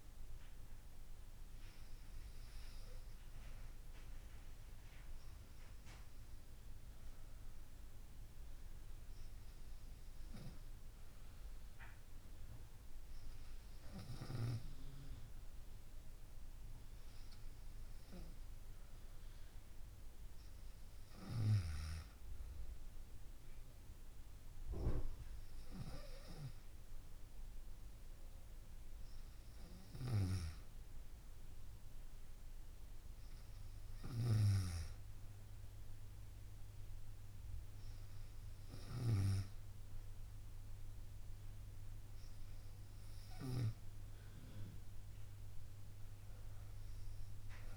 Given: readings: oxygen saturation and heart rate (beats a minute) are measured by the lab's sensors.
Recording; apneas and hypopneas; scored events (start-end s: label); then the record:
breathing in sleep by a room microphone; none
none scored
From the record:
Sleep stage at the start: N2 (light sleep); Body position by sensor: on the right side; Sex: female